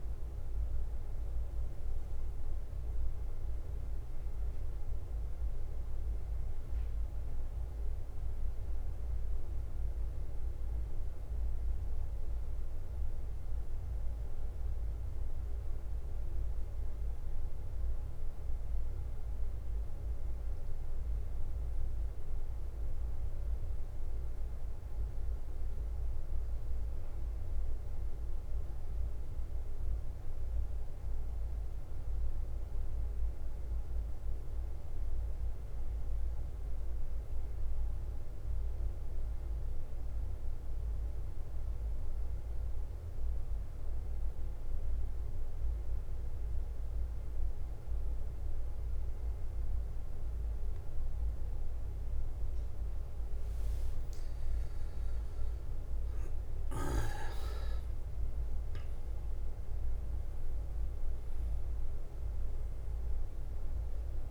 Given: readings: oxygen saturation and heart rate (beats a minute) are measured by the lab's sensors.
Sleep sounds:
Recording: breathing in sleep, hard to hear, by a room microphone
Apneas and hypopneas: 2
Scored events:
0.00-64.31 s: bradycardia (device-marked, heart rate 44 extreme)
9.00-20.50 s: central apnea (oxygen 97% before, 96% lowest, heart rate 50 before, 47 extreme, up 2 after)
22.50-26.00 s: arousal
36.00-53.00 s: mixed apnea (oxygen 99% before, 96% lowest, heart rate 49 before, 47 extreme, up 4 after)
55.50-59.50 s: arousal
From the record:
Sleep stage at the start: N2 (light sleep)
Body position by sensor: on the back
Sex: male

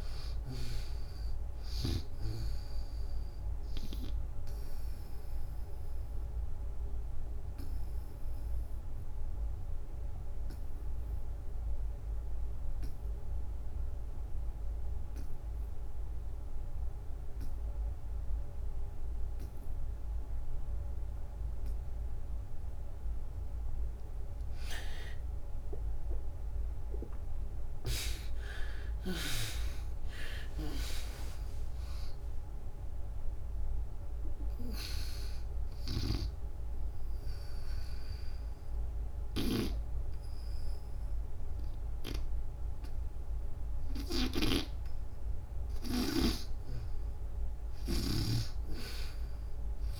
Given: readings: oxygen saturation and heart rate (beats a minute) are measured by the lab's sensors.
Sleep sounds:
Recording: breathing in sleep by a room microphone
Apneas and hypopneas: 2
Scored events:
0.00-17.50 s: oxygen desaturation (device-marked, oxygen 48% lowest, heart rate 79 extreme)
4.00-23.00 s: obstructive apnea (oxygen 93% before, 48% lowest, heart rate 96 before, 78 extreme, up 30 after)
19.50-45.50 s: oxygen desaturation (device-marked, oxygen 92% before, 55% lowest, heart rate 100 before, 62 extreme)
25.00-29.50 s: arousal
35.50-45.50 s: obstructive apnea (oxygen 92% before, 48% lowest, heart rate 97 before, 62 extreme, up 20 after)
47.50-50.00 s: oxygen desaturation (device-marked, oxygen 93% before, 73% lowest, heart rate 100 before, 62 extreme)
48.00-50.00 s: arousal
From the record:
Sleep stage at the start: REM sleep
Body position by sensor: on the back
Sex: female

